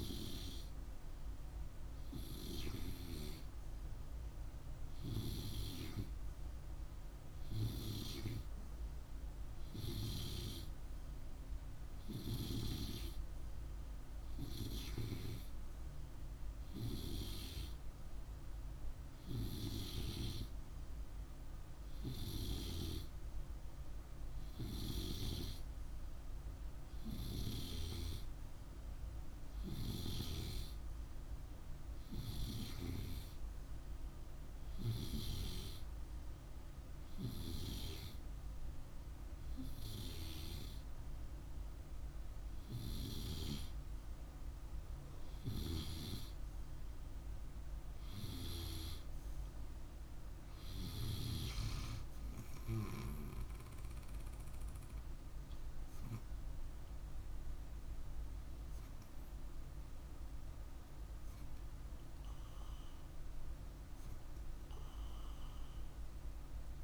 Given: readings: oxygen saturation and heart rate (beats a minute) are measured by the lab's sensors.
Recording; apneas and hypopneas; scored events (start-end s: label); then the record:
breathing in sleep by a room microphone; none
none scored
From the record:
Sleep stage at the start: N2 (light sleep); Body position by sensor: on the right side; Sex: male